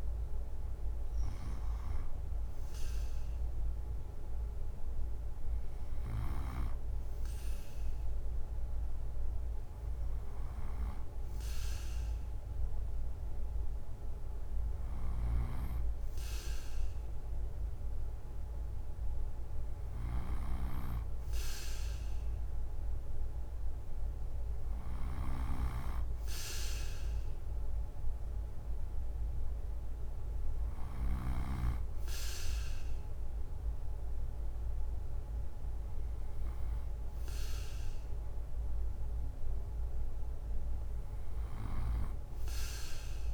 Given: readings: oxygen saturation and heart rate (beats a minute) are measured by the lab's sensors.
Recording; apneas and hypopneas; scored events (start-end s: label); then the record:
breathing in sleep by a room microphone; none
5.50-31.00 s: snoring (device-marked)
From the record:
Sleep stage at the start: N2 (light sleep); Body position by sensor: on the right side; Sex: male